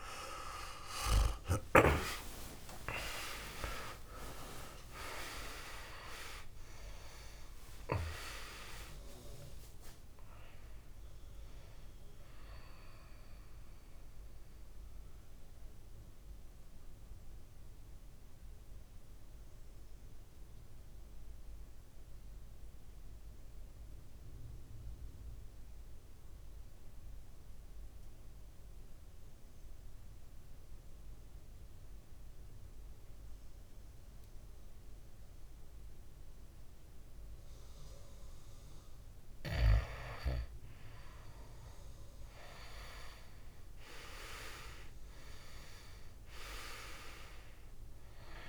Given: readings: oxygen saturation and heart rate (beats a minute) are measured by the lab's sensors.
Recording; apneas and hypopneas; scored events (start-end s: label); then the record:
breathing in sleep by a room microphone; 1
0.00-19.00 s: oxygen desaturation (device-marked, oxygen 86% lowest, heart rate 51 extreme)
2.00-8.50 s: arousal
13.00-37.50 s: mixed apnea (oxygen 99% before, 88% lowest, heart rate 78 before, 51 extreme, up 6 after)
41.50-46.00 s: arousal
44.00-48.49 s: oxygen desaturation (device-marked, oxygen 100% before, 90% lowest, heart rate 57 before, 54 extreme)
From the record:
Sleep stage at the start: N2 (light sleep); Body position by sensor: on the back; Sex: male